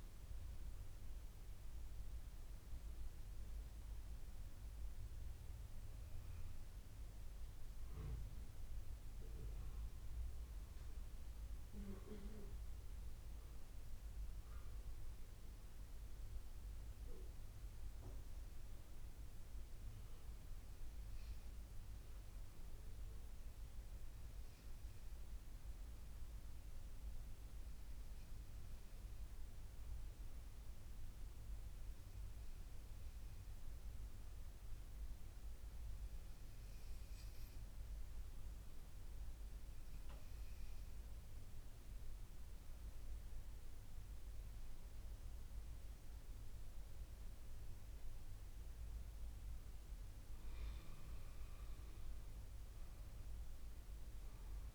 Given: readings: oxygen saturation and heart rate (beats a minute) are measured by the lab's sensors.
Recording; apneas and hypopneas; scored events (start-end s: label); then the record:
breathing in sleep, hard to hear, by a room microphone; 1
25.50-40.50 s: obstructive apnea (oxygen 98% before, 95% lowest, heart rate 56 before, 54 extreme, up 7 after)
43.50-47.50 s: arousal
From the record:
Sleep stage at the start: N2 (light sleep); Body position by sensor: on the back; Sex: female